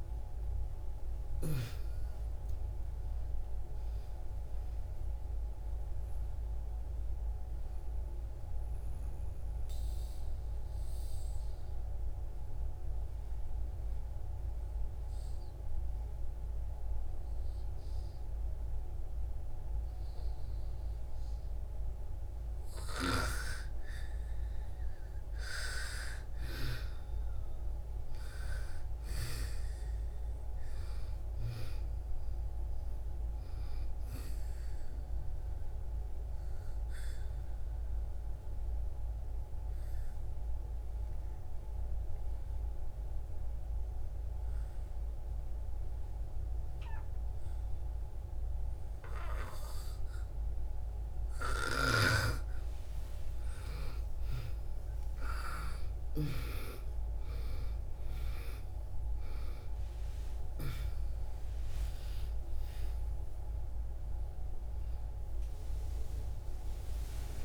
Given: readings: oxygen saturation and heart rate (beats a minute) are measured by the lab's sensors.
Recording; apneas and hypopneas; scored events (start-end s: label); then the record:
breathing in sleep by a room microphone; 2
0.00-17.00 s: oxygen desaturation (device-marked, oxygen 90% lowest)
7.50-22.50 s: obstructive apnea (oxygen 98% before, 88% lowest)
25.00-29.00 s: arousal
26.00-45.00 s: oxygen desaturation (device-marked, oxygen 98% before, 89% lowest)
35.50-51.50 s: obstructive apnea (oxygen 98% before, 88% lowest)
51.00-67.45 s: new sleep stage, awake
56.00-67.45 s: oxygen desaturation (device-marked, oxygen 97% before, 88% lowest)
From the record:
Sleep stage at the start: N2 (light sleep); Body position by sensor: on the back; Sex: female